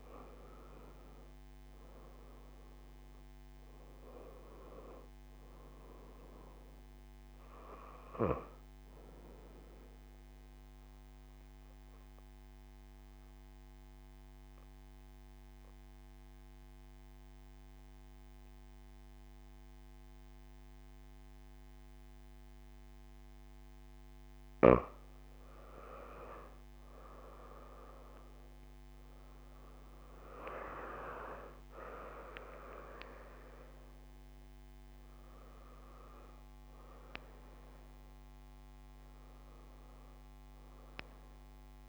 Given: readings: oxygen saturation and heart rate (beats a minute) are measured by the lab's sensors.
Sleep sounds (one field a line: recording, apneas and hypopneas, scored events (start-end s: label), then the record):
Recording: breathing in sleep by a microphone on the trachea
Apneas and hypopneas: 1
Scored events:
0.00-3.00 s: arousal
10.50-24.50 s: mixed apnea (oxygen 94% before, 88% lowest)
26.50-31.00 s: arousal
28.50-41.89 s: oxygen desaturation (device-marked, oxygen 94% before, 88% lowest)
From the record:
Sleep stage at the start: N2 (light sleep)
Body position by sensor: on the back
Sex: female